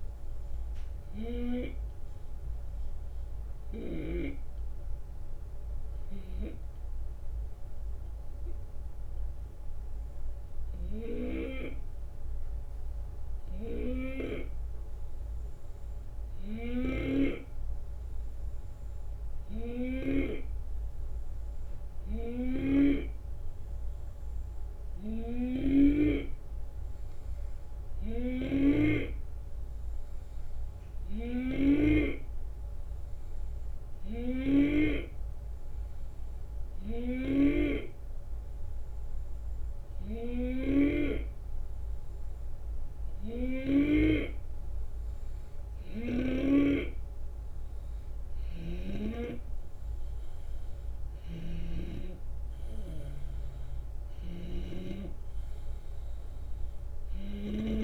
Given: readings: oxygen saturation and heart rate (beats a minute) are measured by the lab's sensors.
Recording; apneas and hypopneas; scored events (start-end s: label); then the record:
breathing in sleep by a room microphone; 1
5.50-43.00 s: hypopnea (oxygen 90% before, 89% lowest, heart rate 78 before, 73 extreme, up 5 after)
10.50-26.00 s: snoring (device-marked)
28.00-44.00 s: snoring (device-marked)
46.00-57.83 s: drop in pulse transit time (device-marked, heart rate 75 before, 76 extreme)
47.00-50.50 s: arousal
51.00-57.83 s: snoring (device-marked)
From the record:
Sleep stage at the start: N2 (light sleep); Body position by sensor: on the left side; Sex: male